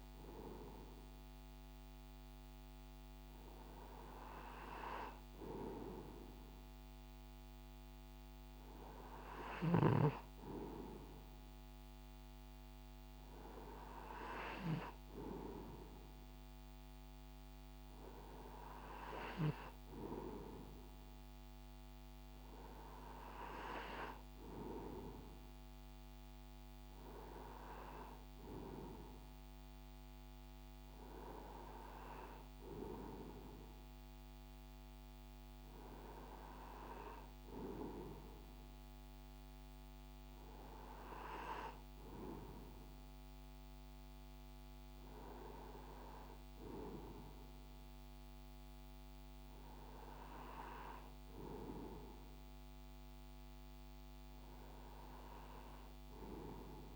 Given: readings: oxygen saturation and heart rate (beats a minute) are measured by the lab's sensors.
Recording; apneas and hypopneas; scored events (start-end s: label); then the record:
breathing in sleep by a microphone on the trachea; none
none scored
From the record:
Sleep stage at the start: N2 (light sleep); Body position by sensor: on the right side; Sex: male